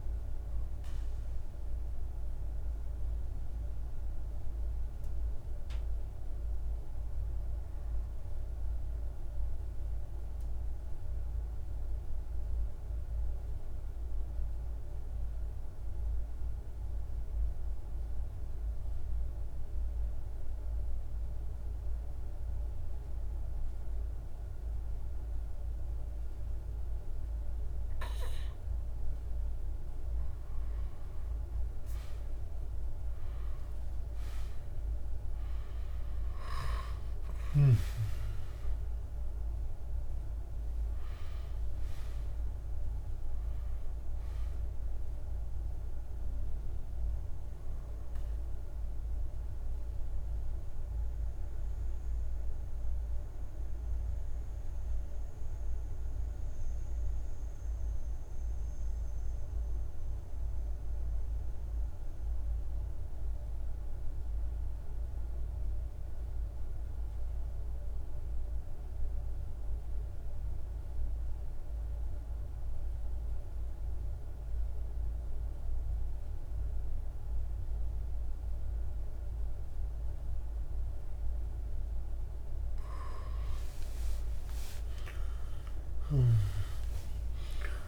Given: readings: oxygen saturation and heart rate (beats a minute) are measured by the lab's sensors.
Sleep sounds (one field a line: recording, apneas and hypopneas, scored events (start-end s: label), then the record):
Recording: breathing in sleep, hard to hear, by a room microphone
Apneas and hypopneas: 2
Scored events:
0.00-7.00 s: oxygen desaturation (device-marked, oxygen 89% lowest, heart rate 50 extreme)
2.00-29.00 s: mixed apnea (oxygen 97% before, 88% lowest, heart rate 56 before, 50 extreme, up 18 after)
24.00-60.00 s: oxygen desaturation (device-marked, oxygen 99% before, 88% lowest, heart rate 50 before, 49 extreme)
31.00-36.50 s: arousal
48.50-80.50 s: mixed apnea (oxygen 98% before, 85% lowest, heart rate 59 before, 49 extreme, up 23 after)
72.00-87.88 s: oxygen desaturation (device-marked, oxygen 100% before, 85% lowest, heart rate 50 before, 47 extreme)
82.50-87.50 s: arousal
86.00-87.88 s: new sleep stage, N1 (lightest sleep)
From the record:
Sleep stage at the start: N2 (light sleep)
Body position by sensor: on the back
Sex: male